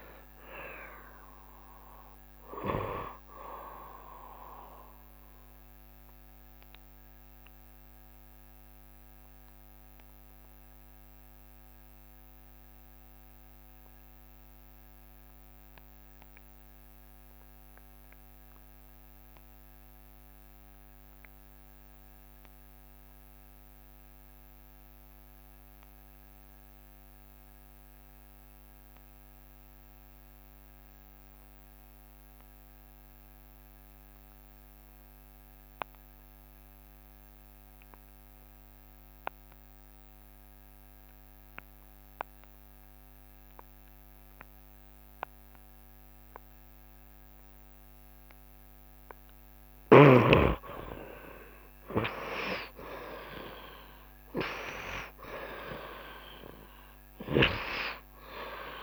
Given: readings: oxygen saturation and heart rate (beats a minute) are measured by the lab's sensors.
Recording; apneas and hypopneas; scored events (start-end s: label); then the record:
breathing in sleep by a microphone on the trachea; 1
0.00-16.50 s: oxygen desaturation (device-marked, oxygen 64% lowest, heart rate 69 extreme)
6.00-48.00 s: obstructive apnea (oxygen 73% before, 64% lowest, heart rate 75 before, 69 extreme, up 4 after)
22.50-58.83 s: oxygen desaturation (device-marked, oxygen 94% before, 66% lowest, heart rate 72 before, 69 extreme)
50.00-54.50 s: arousal
From the record:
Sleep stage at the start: N2 (light sleep); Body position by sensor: on the right side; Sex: male